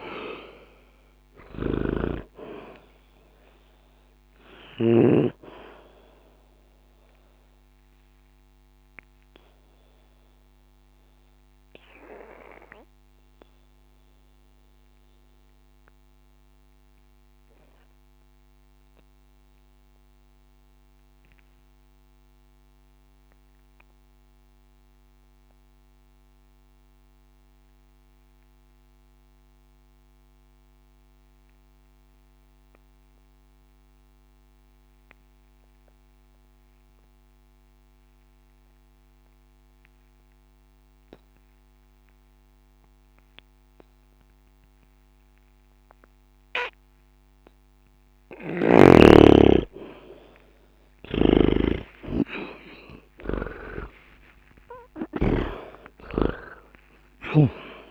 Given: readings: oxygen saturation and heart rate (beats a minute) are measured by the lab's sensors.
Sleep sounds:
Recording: breathing in sleep by a microphone on the trachea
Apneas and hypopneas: 1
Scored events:
0.00-5.00 s: snoring (device-marked)
0.00-27.00 s: oxygen desaturation (device-marked, oxygen 73% lowest, heart rate 60 extreme)
7.50-47.50 s: obstructive apnea (oxygen 95% before, 73% lowest, heart rate 66 before, 60 extreme, up 1 after)
46.00-57.91 s: oxygen desaturation (device-marked, oxygen 99% before, 76% lowest, heart rate 60 before, 60 extreme)
50.00-54.50 s: arousal
51.00-55.50 s: snoring (device-marked)
From the record:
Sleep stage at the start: N2 (light sleep)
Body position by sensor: on the back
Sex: male

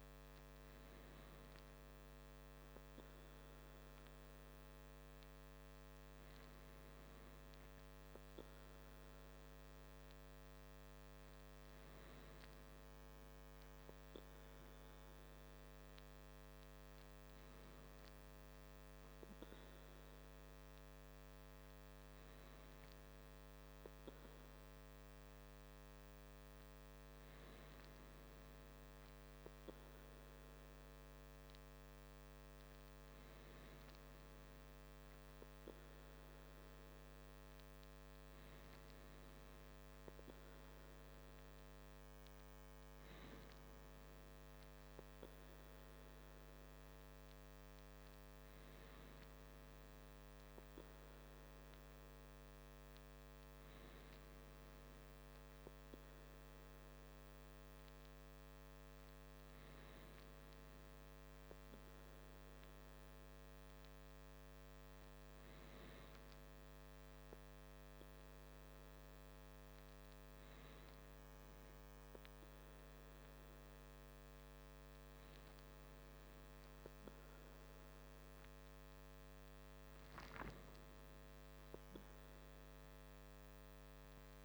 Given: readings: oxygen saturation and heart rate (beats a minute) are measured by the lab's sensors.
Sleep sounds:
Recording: breathing in sleep, hard to hear, by a microphone on the trachea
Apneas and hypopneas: none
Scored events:
none scored
From the record:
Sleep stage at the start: N2 (light sleep)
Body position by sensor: on the back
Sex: male

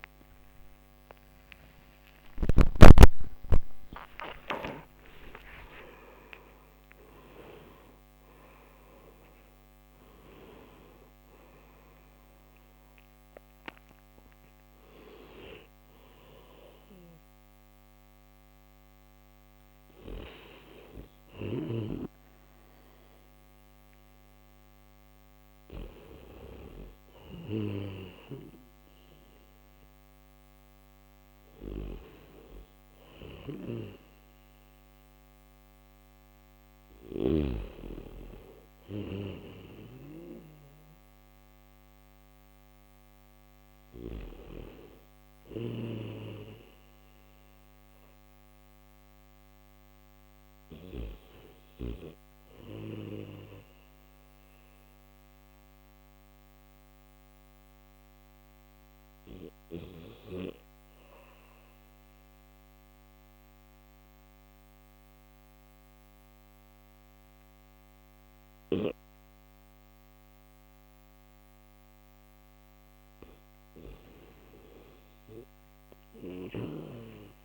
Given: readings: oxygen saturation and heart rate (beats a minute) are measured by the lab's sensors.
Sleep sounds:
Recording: breathing in sleep by a microphone on the trachea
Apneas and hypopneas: none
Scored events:
32.50-37.00 s: snoring (device-marked)
75.50-77.45 s: snoring (device-marked)
From the record:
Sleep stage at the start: N3 (deep sleep)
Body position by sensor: on the back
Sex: male

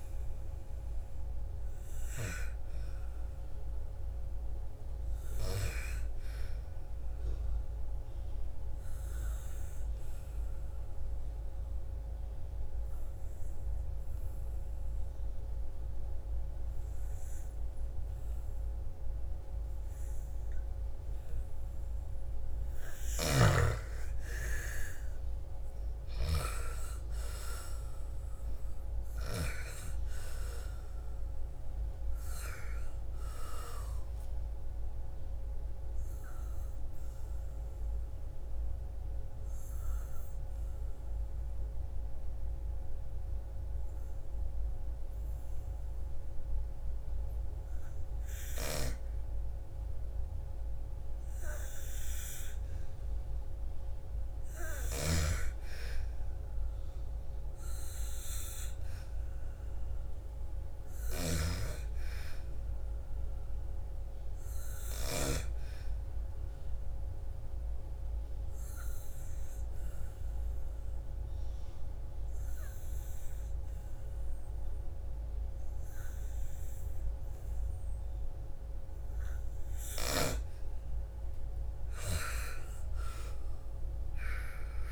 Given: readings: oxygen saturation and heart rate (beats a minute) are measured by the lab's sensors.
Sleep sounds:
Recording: breathing in sleep by a room microphone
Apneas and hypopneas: 3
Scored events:
0.00-9.50 s: oxygen desaturation (device-marked, oxygen 92% lowest, heart rate 56 extreme)
7.00-21.50 s: obstructive apnea (oxygen 97% before, 90% lowest, heart rate 59 before, 56 extreme, up 9 after)
23.50-27.50 s: arousal
24.50-41.50 s: oxygen desaturation (device-marked, oxygen 96% before, 90% lowest, heart rate 58 before, 54 extreme)
35.00-51.50 s: obstructive apnea (oxygen 97% before, 86% lowest, heart rate 61 before, 54 extreme, up 5 after)
54.00-58.50 s: arousal
55.50-73.50 s: oxygen desaturation (device-marked, oxygen 98% before, 92% lowest, heart rate 57 before, 56 extreme)
66.50-79.50 s: obstructive apnea (oxygen 98% before, 86% lowest, heart rate 58 before, 56 extreme, up 12 after)
82.00-84.92 s: arousal
From the record:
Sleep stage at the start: N2 (light sleep)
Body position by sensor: on the back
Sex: female

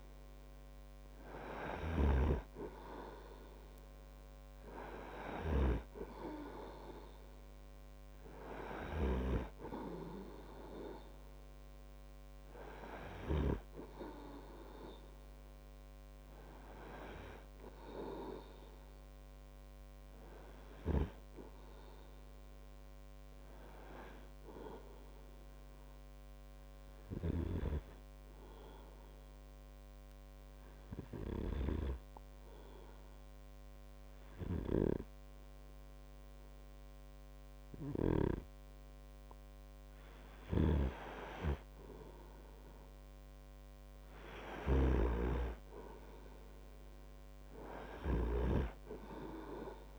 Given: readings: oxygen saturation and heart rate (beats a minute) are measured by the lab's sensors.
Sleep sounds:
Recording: breathing in sleep by a microphone on the trachea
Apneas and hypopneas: 1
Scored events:
2.00-9.50 s: snoring (device-marked)
28.50-41.00 s: obstructive apnea (oxygen 98% before, 96% lowest)
43.50-47.00 s: arousal
45.00-49.98 s: snoring (device-marked)
From the record:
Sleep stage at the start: N2 (light sleep)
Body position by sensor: on the right side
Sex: male

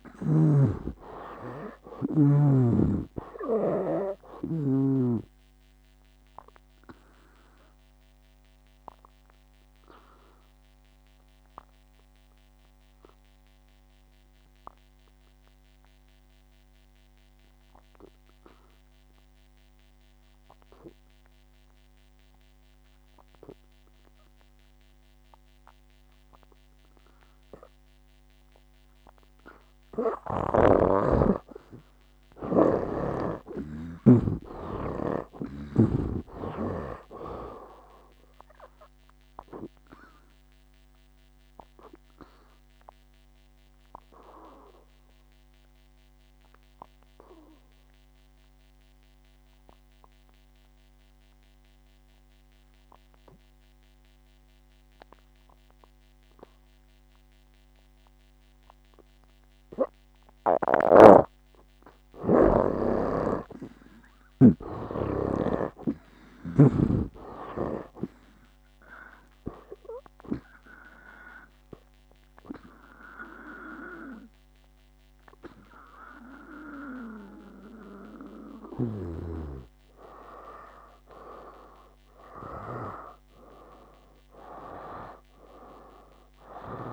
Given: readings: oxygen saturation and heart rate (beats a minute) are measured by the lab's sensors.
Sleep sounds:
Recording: breathing in sleep by a microphone on the trachea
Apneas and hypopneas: 2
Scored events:
0.00-1.00 s: snoring (device-marked)
0.00-25.00 s: oxygen desaturation (device-marked, oxygen 72% lowest, heart rate 63 extreme)
6.00-30.50 s: obstructive apnea (oxygen 97% before, 72% lowest, heart rate 67 before, 63 extreme, up 13 after)
31.50-34.50 s: arousal
33.00-36.50 s: snoring (device-marked)
38.00-66.00 s: oxygen desaturation (device-marked, oxygen 97% before, 74% lowest, heart rate 67 before, 61 extreme)
39.00-61.00 s: obstructive apnea (oxygen 97% before, 74% lowest, heart rate 67 before, 61 extreme, up 10 after)
61.00-65.00 s: snoring (device-marked)
64.50-68.50 s: arousal
72.00-86.93 s: oxygen desaturation (device-marked, oxygen 93% before, 74% lowest, heart rate 66 before, 64 extreme)
From the record:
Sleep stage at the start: N2 (light sleep)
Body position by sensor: on the back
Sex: male

